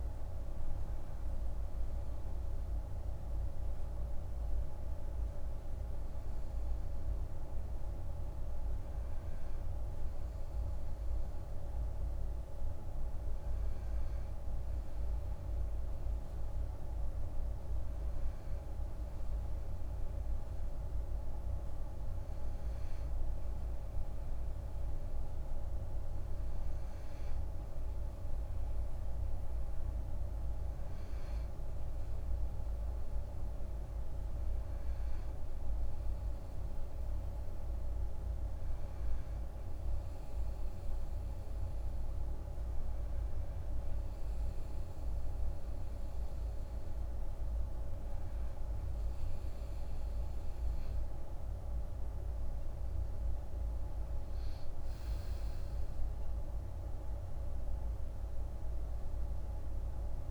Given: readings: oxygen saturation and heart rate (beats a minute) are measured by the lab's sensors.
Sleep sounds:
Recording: breathing in sleep, hard to hear, by a room microphone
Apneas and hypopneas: none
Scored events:
50.50-56.00 s: arousal
From the record:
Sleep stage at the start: N2 (light sleep)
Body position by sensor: on the back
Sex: male

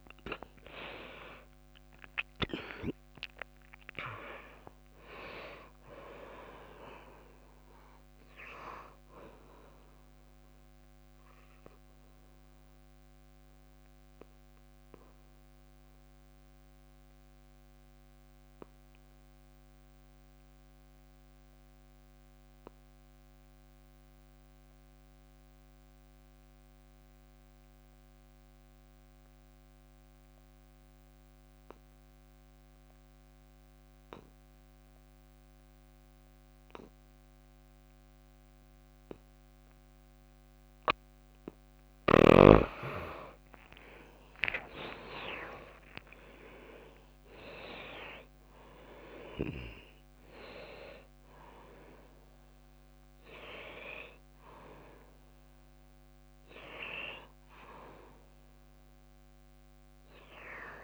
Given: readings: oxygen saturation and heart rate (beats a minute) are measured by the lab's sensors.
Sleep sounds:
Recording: breathing in sleep by a microphone on the trachea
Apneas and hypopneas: 1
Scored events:
0.00-26.00 s: oxygen desaturation (device-marked, oxygen 75% lowest, heart rate 57 extreme)
0.50-5.50 s: arousal
1.00-13.00 s: drop in pulse transit time (device-marked, heart rate 67 before, 66 extreme)
5.00-7.00 s: long interval between heartbeats (device-marked, heart rate 70 before, 86 extreme)
11.50-41.00 s: obstructive apnea (oxygen 98% before, 75% lowest, heart rate 76 before, 56 extreme, up 38 after)
41.00-60.84 s: oxygen desaturation (device-marked, oxygen 98% before, 78% lowest, heart rate 61 before, 56 extreme)
43.50-47.00 s: arousal
46.00-48.00 s: long interval between heartbeats (device-marked, heart rate 63 before, 97 extreme)
46.00-48.00 s: tachycardia (device-marked, heart rate 65 before, 98 extreme)
From the record:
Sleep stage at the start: N2 (light sleep)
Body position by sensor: on the back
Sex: female

